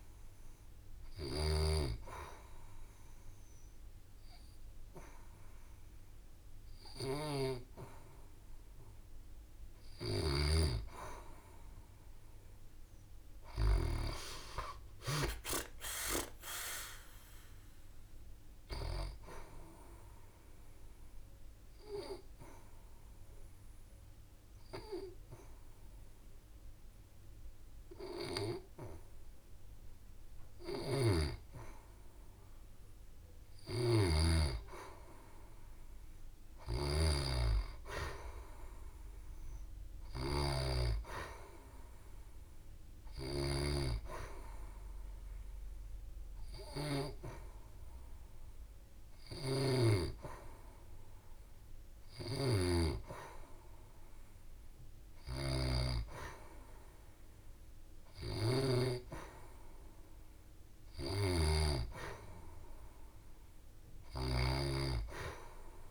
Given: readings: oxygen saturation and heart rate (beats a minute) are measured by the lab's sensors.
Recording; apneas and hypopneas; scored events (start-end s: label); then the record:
breathing in sleep by a room microphone; 2
14.50-17.50 s: arousal
20.00-32.00 s: obstructive apnea (oxygen 94% before, 91% lowest, heart rate 71 before, 65 extreme, up 4 after)
20.00-41.00 s: oxygen desaturation (device-marked, oxygen 94% before, 91% lowest, heart rate 71 before, 65 extreme)
33.00-36.00 s: arousal
44.50-56.00 s: hypopnea (oxygen 96% before, 90% lowest, heart rate 67 before, 67 extreme, up 3 after)
47.00-60.00 s: oxygen desaturation (device-marked, oxygen 96% before, 92% lowest, heart rate 68 before, 67 extreme)
59.50-63.50 s: arousal
From the record:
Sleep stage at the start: N2 (light sleep); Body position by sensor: on the back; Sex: female